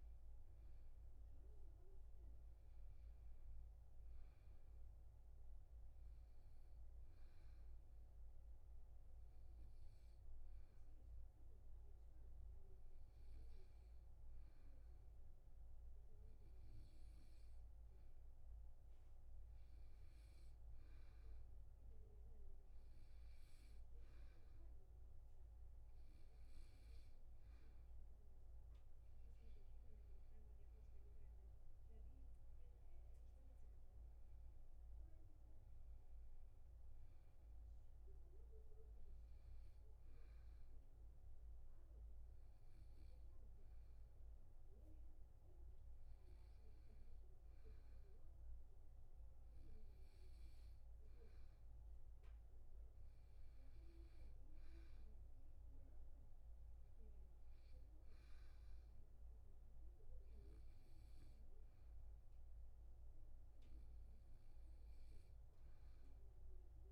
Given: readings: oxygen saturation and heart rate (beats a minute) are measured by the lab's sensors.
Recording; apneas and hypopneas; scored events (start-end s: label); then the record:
breathing in sleep, hard to hear, by a room microphone; 2
6.50-18.00 s: hypopnea (oxygen 96% before, 92% lowest, heart rate 149 before, 74 extreme, up 0 after)
20.50-23.50 s: arousal
36.00-47.00 s: oxygen desaturation (device-marked, oxygen 96% before, 92% lowest, heart rate 78 before, 71 extreme)
39.50-52.00 s: hypopnea (oxygen 96% before, 92% lowest, heart rate 77 before, 71 extreme, up 2 after)
54.50-57.00 s: arousal
From the record:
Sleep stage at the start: N2 (light sleep); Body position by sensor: on the back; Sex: male